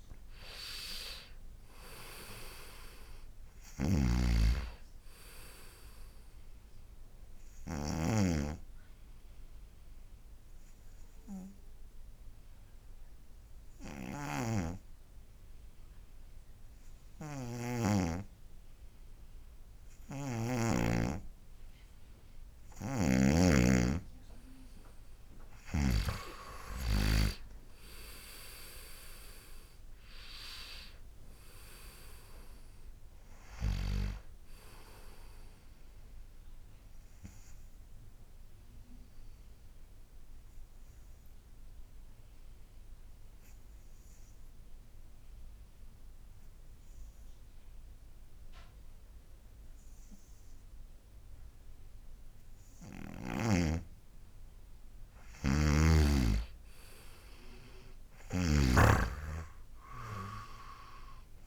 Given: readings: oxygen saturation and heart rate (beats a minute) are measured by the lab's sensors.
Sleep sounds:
breathing in sleep by a room microphone; 2
0.00-1.00 s: arousal
0.00-20.00 s: oxygen desaturation (device-marked, oxygen 96% before, 90% lowest, heart rate 75 before, 60 extreme)
4.00-8.50 s: snoring (device-marked)
7.00-22.00 s: obstructive apnea (oxygen 96% before, 90% lowest, heart rate 77 before, 60 extreme, up 12 after)
14.50-21.00 s: snoring (device-marked)
23.00-26.50 s: snoring (device-marked)
27.00-31.50 s: arousal
32.00-51.00 s: oxygen desaturation (device-marked, oxygen 97% before, 90% lowest, heart rate 71 before, 60 extreme)
36.50-53.50 s: obstructive apnea (oxygen 98% before, 90% lowest, heart rate 73 before, 60 extreme, up 14 after)
56.50-59.50 s: arousal
58.50-61.47 s: snoring (device-marked)
59.00-61.47 s: oxygen desaturation (device-marked, oxygen 98% before, 90% lowest, heart rate 64 before, 68 extreme)
From the record:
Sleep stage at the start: N2 (light sleep); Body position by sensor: on the right side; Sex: male

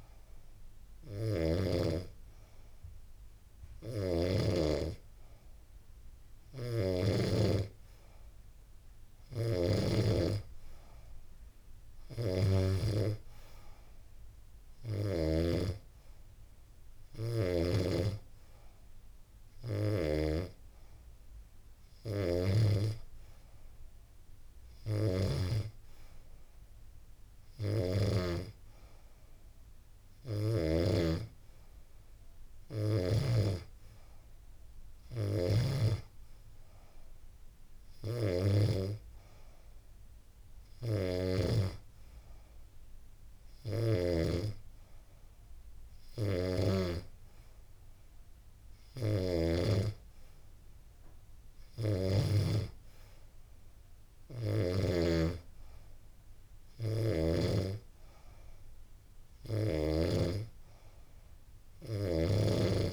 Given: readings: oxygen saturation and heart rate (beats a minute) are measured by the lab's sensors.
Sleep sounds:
breathing in sleep by a room microphone; none
3.00-6.50 s: snoring (device-marked)
34.50-40.50 s: snoring (device-marked)
48.00-51.50 s: snoring (device-marked)
56.00-62.00 s: snoring (device-marked)
From the record:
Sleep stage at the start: N2 (light sleep); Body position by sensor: on the back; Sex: female

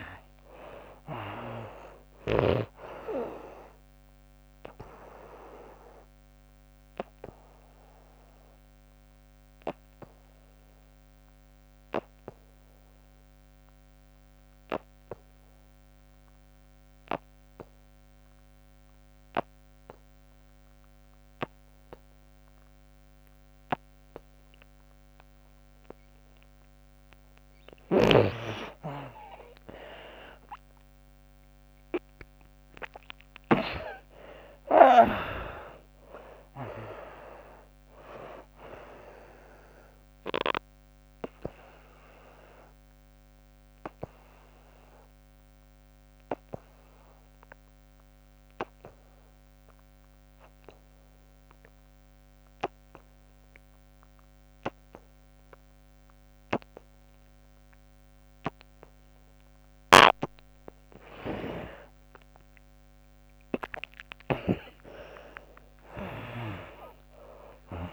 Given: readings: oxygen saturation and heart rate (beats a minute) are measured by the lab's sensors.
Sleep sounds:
breathing in sleep by a microphone on the trachea; 2
2.00-21.00 s: oxygen desaturation (device-marked, oxygen 97% before, 81% lowest, heart rate 70 before, 63 extreme)
4.50-26.00 s: obstructive apnea (oxygen 97% before, 74% lowest, heart rate 73 before, 63 extreme, up 28 after)
29.00-33.50 s: arousal
34.00-53.00 s: oxygen desaturation (device-marked, oxygen 94% before, 74% lowest, heart rate 74 before, 65 extreme)
41.00-59.50 s: obstructive apnea (oxygen 97% before, 74% lowest, heart rate 88 before, 65 extreme)
60.00-67.93 s: oxygen desaturation (device-marked, oxygen 98% before, 74% lowest, heart rate 73 before, 63 extreme)
64.00-67.93 s: arousal
From the record:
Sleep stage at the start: N2 (light sleep); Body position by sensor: on the back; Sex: female

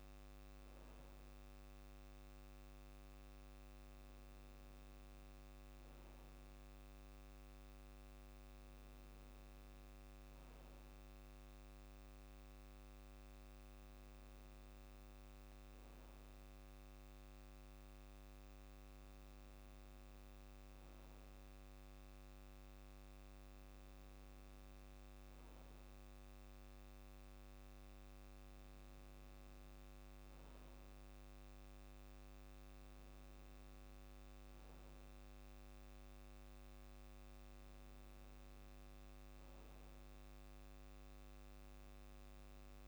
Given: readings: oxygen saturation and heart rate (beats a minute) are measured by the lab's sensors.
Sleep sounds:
breathing in sleep, hard to hear, by a microphone on the trachea; none
none scored
From the record:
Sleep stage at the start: N2 (light sleep); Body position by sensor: on the back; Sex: male

